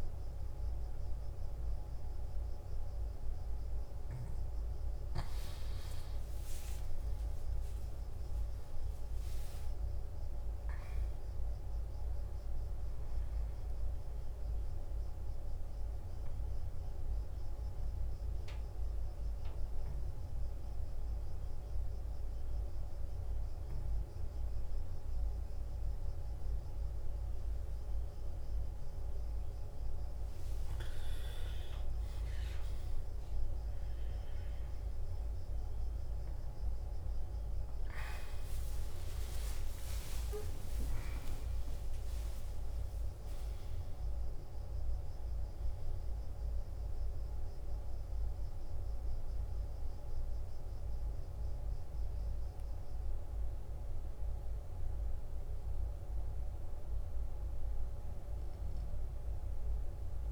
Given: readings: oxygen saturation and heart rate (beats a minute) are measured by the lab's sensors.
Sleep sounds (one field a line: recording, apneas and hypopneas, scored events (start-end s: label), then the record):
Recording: breathing in sleep, hard to hear, by a room microphone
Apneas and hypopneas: 1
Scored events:
6.50-11.00 s: arousal
15.00-30.00 s: obstructive apnea (oxygen 97% before, 87% lowest, heart rate 63 before, 58 extreme, up 11 after)
31.50-36.00 s: arousal
35.50-59.50 s: oxygen desaturation (device-marked, oxygen 96% before, 91% lowest, heart rate 60 before, 56 extreme)
From the record:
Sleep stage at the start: N2 (light sleep)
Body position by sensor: on the back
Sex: male